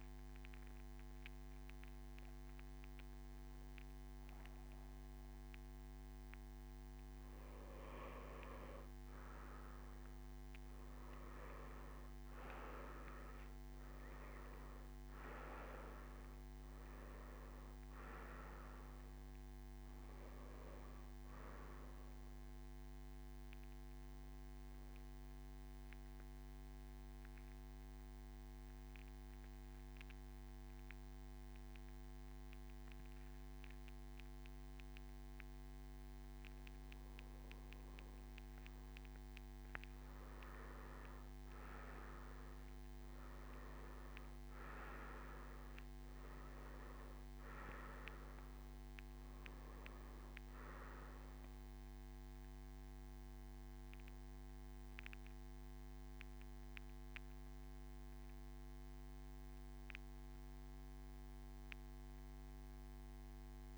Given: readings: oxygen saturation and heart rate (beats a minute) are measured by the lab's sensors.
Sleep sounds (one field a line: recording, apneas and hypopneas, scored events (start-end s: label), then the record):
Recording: breathing in sleep by a microphone on the trachea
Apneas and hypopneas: none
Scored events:
12.00-32.00 s: oxygen desaturation (device-marked, oxygen 96% before, 91% lowest, heart rate 68 before, 61 extreme)
44.00-63.00 s: oxygen desaturation (device-marked, oxygen 97% before, 92% lowest, heart rate 65 before, 61 extreme)
From the record:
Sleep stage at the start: N2 (light sleep)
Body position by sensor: on the back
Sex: male